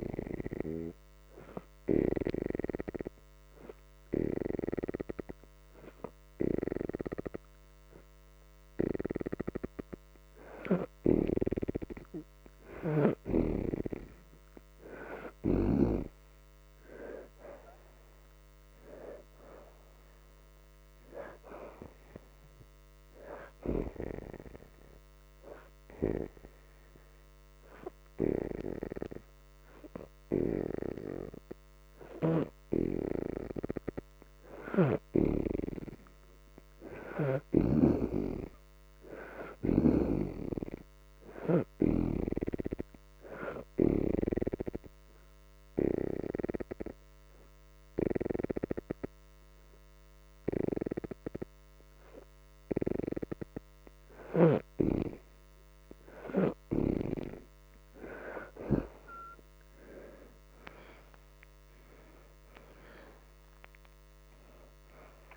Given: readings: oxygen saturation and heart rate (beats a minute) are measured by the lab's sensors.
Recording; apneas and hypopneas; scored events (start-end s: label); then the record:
breathing in sleep by a microphone on the trachea; 3
0.00-16.00 s: oxygen desaturation (device-marked, oxygen 62% lowest, heart rate 75 extreme)
0.50-12.50 s: hypopnea (oxygen 81% before, 60% lowest, heart rate 77 before, 76 extreme, up 5 after)
17.00-20.50 s: arousal
22.00-41.00 s: oxygen desaturation (device-marked, oxygen 76% before, 60% lowest, heart rate 79 before, 59 extreme)
24.00-35.00 s: hypopnea (oxygen 81% before, 57% lowest, heart rate 79 before, 75 extreme, up 2 after)
37.00-41.50 s: arousal
43.00-60.00 s: oxygen desaturation (device-marked, oxygen 78% before, 63% lowest, heart rate 79 before, 59 extreme)
44.00-55.50 s: obstructive apnea (oxygen 78% before, 57% lowest, heart rate 79 before, 59 extreme, up 0 after)
59.50-65.00 s: arousal
From the record:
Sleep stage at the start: N2 (light sleep); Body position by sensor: upright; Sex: female